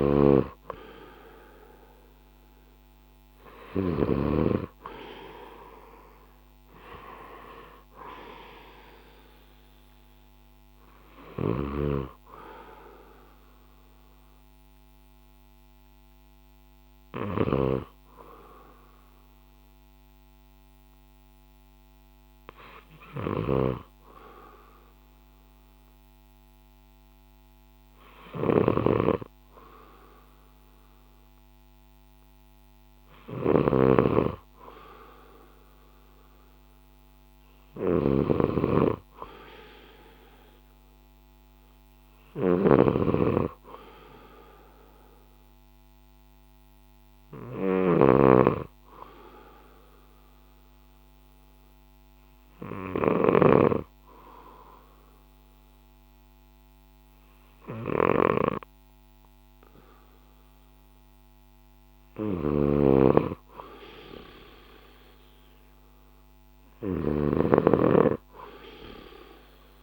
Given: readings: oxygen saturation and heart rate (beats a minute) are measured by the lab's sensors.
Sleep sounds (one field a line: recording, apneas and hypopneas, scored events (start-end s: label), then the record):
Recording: breathing in sleep by a microphone on the trachea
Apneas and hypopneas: 1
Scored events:
0.00-4.00 s: snoring (device-marked)
2.00-6.50 s: arousal
8.50-26.50 s: oxygen desaturation (device-marked, oxygen 94% before, 91% lowest, heart rate 59 before, 56 extreme)
11.00-69.83 s: snoring (device-marked)
15.50-28.00 s: hypopnea (oxygen 94% before, 91% lowest, heart rate 61 before, 56 extreme, up 1 after)
30.00-34.50 s: arousal
39.50-59.50 s: oxygen desaturation (device-marked, oxygen 96% before, 92% lowest, heart rate 57 before, 56 extreme)
From the record:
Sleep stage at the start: N2 (light sleep)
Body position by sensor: on the left side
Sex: male